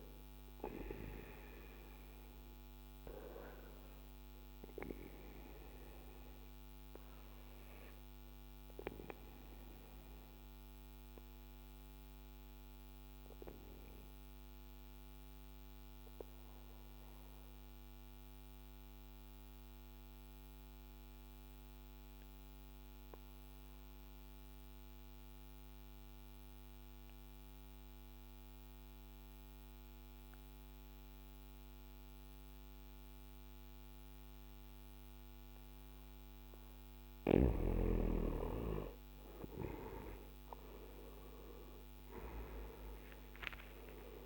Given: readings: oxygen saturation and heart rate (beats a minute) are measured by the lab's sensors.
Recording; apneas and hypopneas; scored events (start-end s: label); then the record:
breathing in sleep by a microphone on the trachea; 1
0.00-22.50 s: oxygen desaturation (device-marked, oxygen 89% lowest, heart rate 55 extreme)
5.00-36.50 s: obstructive apnea (oxygen 98% before, 88% lowest, heart rate 58 before, 55 extreme, up 10 after)
38.50-42.00 s: arousal
From the record:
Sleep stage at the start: N2 (light sleep); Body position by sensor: on the back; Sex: male